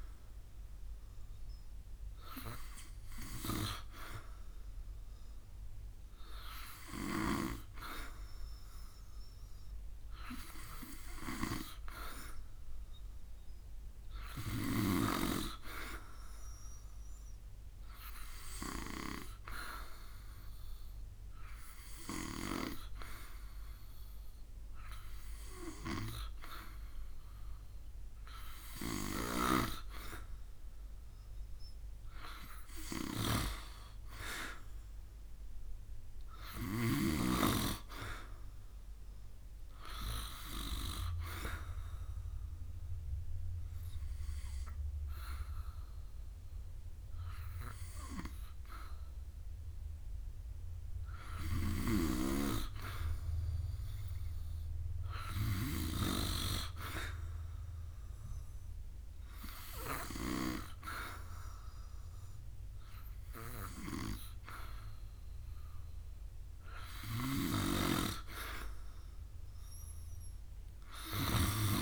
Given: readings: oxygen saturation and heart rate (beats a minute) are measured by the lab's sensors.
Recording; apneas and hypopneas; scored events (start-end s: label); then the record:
breathing in sleep by a room microphone; 1
35.00-38.00 s: arousal
41.00-52.00 s: obstructive apnea (oxygen 94% before, 89% lowest, heart rate 71 before, 67 extreme, up 9 after)
56.50-60.00 s: arousal
From the record:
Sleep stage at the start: N2 (light sleep); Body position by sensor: on the back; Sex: male